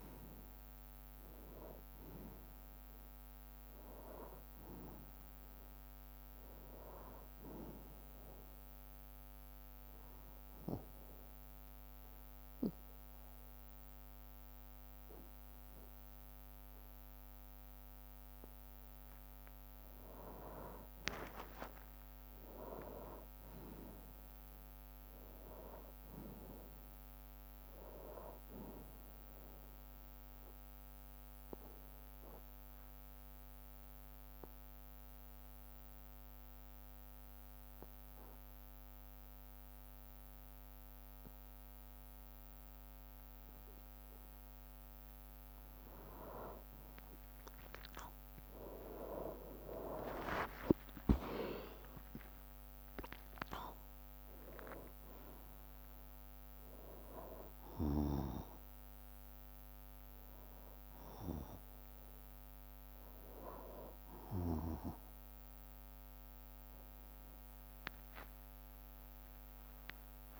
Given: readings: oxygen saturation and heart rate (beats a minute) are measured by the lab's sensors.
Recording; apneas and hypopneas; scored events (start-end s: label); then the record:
breathing in sleep by a microphone on the trachea; 2
0.00-1.00 s: arousal
0.00-8.00 s: drop in pulse transit time (device-marked, heart rate 61 extreme)
10.00-20.00 s: mixed apnea (oxygen 97% before, 91% lowest, heart rate 64 before, 54 extreme, up 8 after)
13.00-20.00 s: bradycardia (device-marked, heart rate 64 before, 54 extreme)
21.50-25.50 s: arousal
30.50-43.50 s: obstructive apnea (oxygen 97% before, 90% lowest, heart rate 60 before, 60 extreme, up 4 after)
48.00-50.00 s: long interval between heartbeats (device-marked, heart rate 62 before, 61 extreme)
48.50-53.50 s: arousal
49.00-63.00 s: drop in pulse transit time (device-marked, heart rate 62 before, 61 extreme)
64.00-66.00 s: bradycardia (device-marked, heart rate 63 before, 65 extreme)
69.00-70.40 s: long interval between heartbeats (device-marked, heart rate 66 before, 75 extreme)
From the record:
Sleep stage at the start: N2 (light sleep); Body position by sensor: on the back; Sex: male